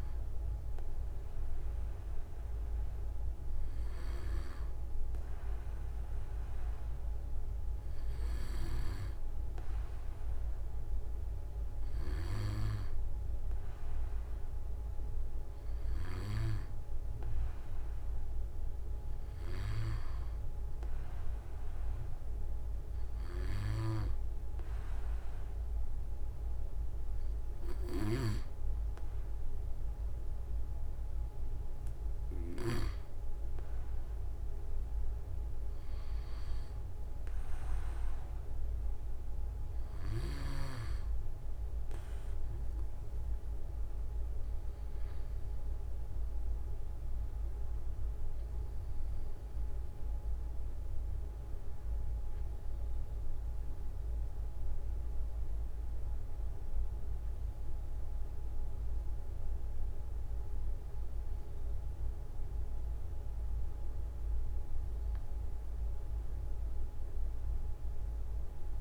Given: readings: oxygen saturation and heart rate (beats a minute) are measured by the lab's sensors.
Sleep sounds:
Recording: breathing in sleep by a room microphone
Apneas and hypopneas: none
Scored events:
2.00-4.00 s: long interval between heartbeats (device-marked)
10.50-12.50 s: long interval between heartbeats (device-marked)
34.50-36.50 s: long interval between heartbeats (device-marked)
38.50-40.50 s: long interval between heartbeats (device-marked)
47.50-68.81 s: new sleep stage, REM sleep
From the record:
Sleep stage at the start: N2 (light sleep)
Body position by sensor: on the back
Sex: male

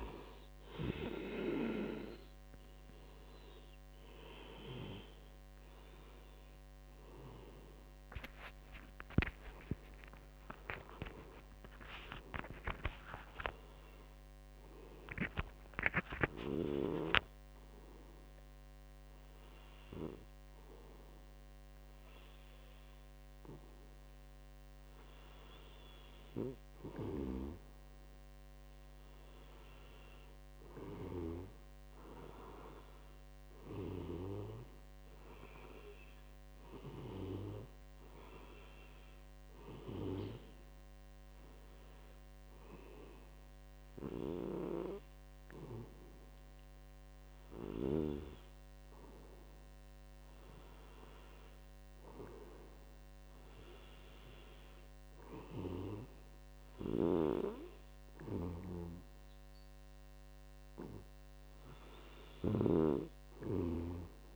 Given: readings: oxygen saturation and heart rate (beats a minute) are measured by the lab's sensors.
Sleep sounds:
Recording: breathing in sleep by a microphone on the trachea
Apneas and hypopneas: 1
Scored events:
0.00-1.00 s: arousal
0.00-16.50 s: oxygen desaturation (device-marked, oxygen 86% lowest, heart rate 75 extreme)
6.00-24.00 s: obstructive apnea (oxygen 97% before, 86% lowest, heart rate 76 before, 75 extreme, up 0 after)
27.00-30.00 s: arousal
33.50-45.50 s: oxygen desaturation (device-marked, oxygen 96% before, 91% lowest, heart rate 76 before, 74 extreme)
59.50-63.00 s: arousal
From the record:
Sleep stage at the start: N2 (light sleep)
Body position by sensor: on the back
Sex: male

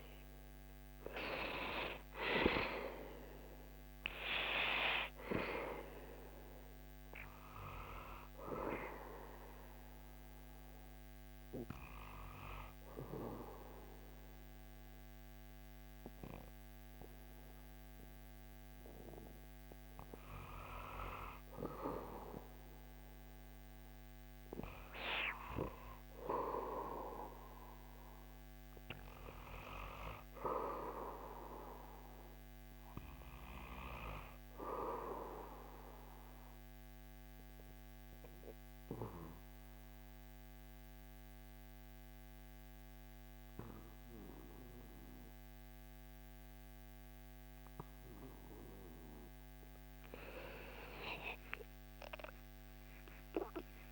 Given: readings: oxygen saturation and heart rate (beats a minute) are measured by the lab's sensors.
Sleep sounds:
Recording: breathing in sleep by a microphone on the trachea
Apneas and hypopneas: 2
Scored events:
9.00-20.50 s: obstructive apnea (oxygen 99% before, 94% lowest, heart rate 72 before, 61 extreme, up 3 after)
24.00-29.00 s: arousal
24.00-31.00 s: oxygen desaturation (device-marked, oxygen 99% before, 95% lowest, heart rate 72 before, 60 extreme)
35.50-49.00 s: obstructive apnea (oxygen 99% before, 94% lowest, heart rate 73 before, 60 extreme, up 22 after)
51.50-53.92 s: arousal
From the record:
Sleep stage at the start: N2 (light sleep)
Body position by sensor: on the back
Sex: male

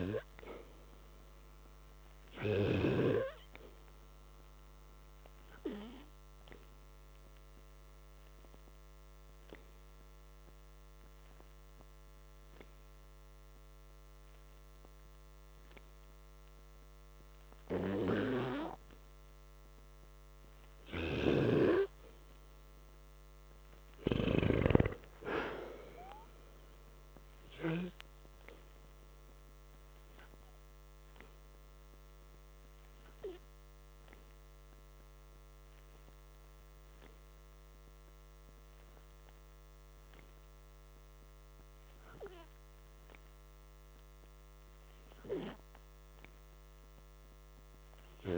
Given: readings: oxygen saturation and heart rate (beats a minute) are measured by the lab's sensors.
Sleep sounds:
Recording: breathing in sleep by a microphone on the trachea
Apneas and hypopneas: 2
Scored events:
4.00-21.00 s: hypopnea (oxygen 96% before, 87% lowest, heart rate 55 before, 53 extreme)
9.00-26.00 s: oxygen desaturation (device-marked, oxygen 96% before, 87% lowest, heart rate 55 before, 53 extreme)
23.00-27.00 s: arousal
31.50-44.00 s: hypopnea (oxygen 96% before, 88% lowest, heart rate 56 before, 52 extreme, up 0 after)
45.00-48.38 s: oxygen desaturation (device-marked, oxygen 97% before, 89% lowest, heart rate 57 before, 50 extreme)
45.50-48.38 s: arousal
From the record:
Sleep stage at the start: N2 (light sleep)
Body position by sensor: on the back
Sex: male

